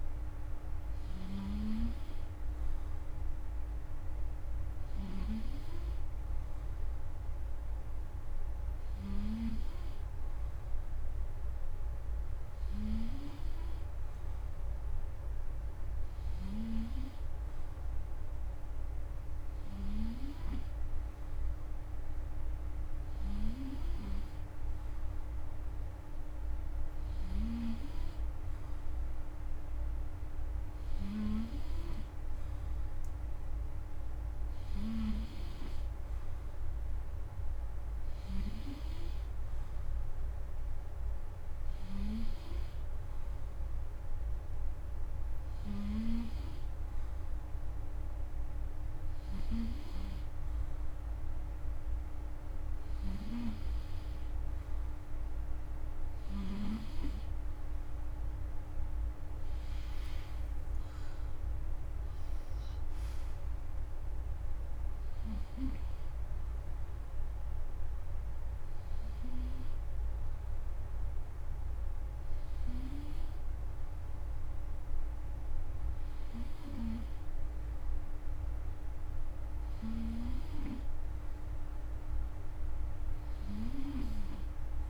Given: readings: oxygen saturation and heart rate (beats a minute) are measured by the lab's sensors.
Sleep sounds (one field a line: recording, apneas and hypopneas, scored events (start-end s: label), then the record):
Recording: breathing in sleep by a room microphone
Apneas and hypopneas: 1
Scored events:
0.50-5.00 s: snoring (device-marked)
65.50-77.50 s: hypopnea (oxygen 94% before, 93% lowest, heart rate 115 before, 88 extreme, up 52 after)
80.50-84.50 s: arousal
From the record:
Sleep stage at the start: N2 (light sleep)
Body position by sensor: on the front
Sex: male